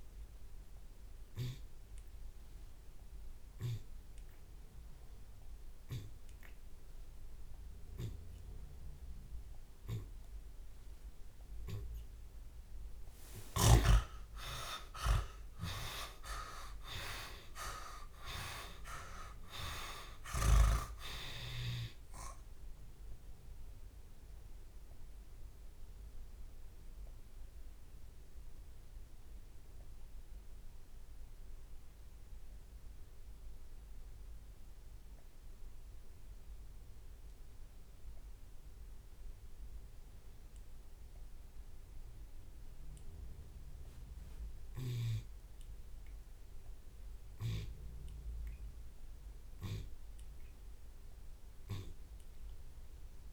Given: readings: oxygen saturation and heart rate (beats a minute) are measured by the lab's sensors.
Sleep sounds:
breathing in sleep by a room microphone; 1
0.00-6.50 s: oxygen desaturation (device-marked, oxygen 73% lowest)
10.50-18.50 s: tachycardia (device-marked, heart rate 50 before, 125 extreme)
13.00-18.00 s: arousal
14.00-16.00 s: long interval between heartbeats (device-marked)
22.50-24.50 s: long interval between heartbeats (device-marked, heart rate 51 before, 33 extreme)
25.50-40.50 s: obstructive apnea (oxygen 97% before, 74% lowest, heart rate 57 before, 50 extreme, up 12 after)
26.50-28.50 s: long interval between heartbeats (device-marked, heart rate 59 before, 56 extreme)
28.50-38.50 s: drop in pulse transit time (device-marked, heart rate 65 before, 70 extreme)
30.00-32.00 s: long interval between heartbeats (device-marked, heart rate 69 before, 98 extreme)
37.00-39.00 s: long interval between heartbeats (device-marked, heart rate 80 before, 70 extreme)
40.00-42.00 s: long interval between heartbeats (device-marked, heart rate 71 before, 75 extreme)
40.50-53.33 s: oxygen desaturation (device-marked, oxygen 95% before, 74% lowest)
42.50-44.50 s: long interval between heartbeats (device-marked, heart rate 69 before, 74 extreme)
45.00-47.00 s: long interval between heartbeats (device-marked, heart rate 73 before, 74 extreme)
47.50-49.50 s: long interval between heartbeats (device-marked, heart rate 77 before, 53 extreme)
49.50-53.33 s: drop in pulse transit time (device-marked, heart rate 75 before, 50 extreme)
52.00-53.33 s: long interval between heartbeats (device-marked, heart rate 71 before, 63 extreme)
From the record:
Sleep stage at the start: N2 (light sleep); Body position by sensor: on the left side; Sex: male

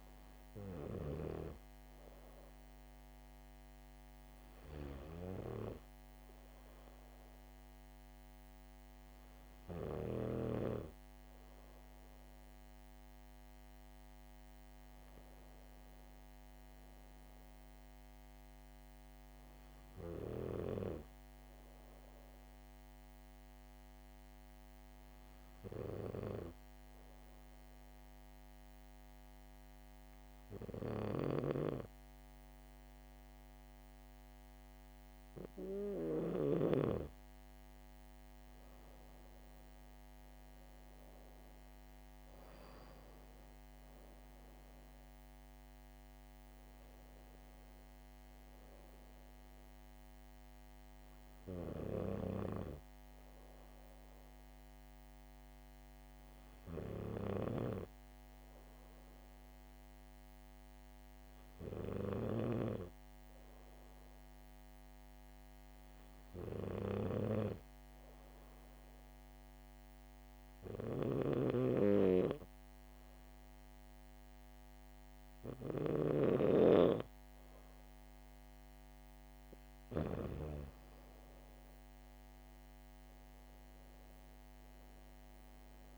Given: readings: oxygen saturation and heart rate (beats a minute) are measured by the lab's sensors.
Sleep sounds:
breathing in sleep by a microphone on the trachea; 3
1.00-12.50 s: hypopnea (oxygen 98% before, 95% lowest, heart rate 67 before, 62 extreme, up 3 after)
14.50-17.00 s: arousal
22.50-36.00 s: hypopnea (oxygen 98% before, 95% lowest, heart rate 68 before, 63 extreme, up 8 after)
38.00-41.50 s: arousal
54.00-76.00 s: hypopnea (oxygen 98% before, 95% lowest, heart rate 69 before, 66 extreme, up 4 after)
70.50-76.50 s: snoring (device-marked)
82.00-85.98 s: arousal
From the record:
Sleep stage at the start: N2 (light sleep); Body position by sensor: on the back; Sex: female

